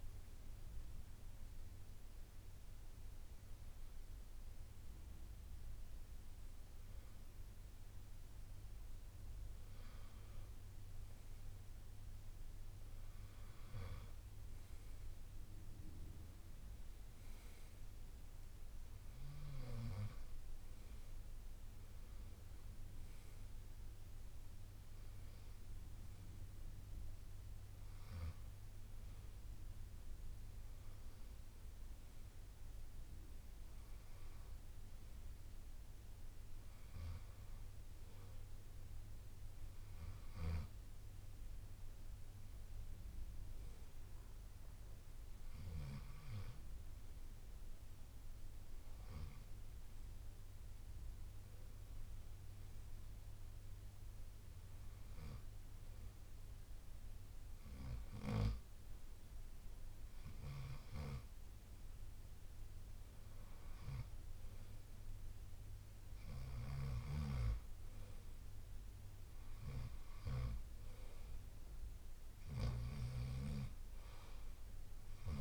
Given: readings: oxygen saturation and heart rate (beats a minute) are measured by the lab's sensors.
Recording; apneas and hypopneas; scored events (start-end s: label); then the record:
breathing in sleep by a room microphone; none
0.00-6.00 s: drop in pulse transit time (device-marked, heart rate 63 extreme)
0.00-6.00 s: oxygen desaturation (device-marked, oxygen 94% lowest, heart rate 60 extreme)
2.00-75.41 s: new sleep stage, N2 (light sleep)
16.00-33.00 s: oxygen desaturation (device-marked, oxygen 96% before, 92% lowest, heart rate 65 before, 60 extreme)
From the record:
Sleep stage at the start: N1 (lightest sleep); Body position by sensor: on the right side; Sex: male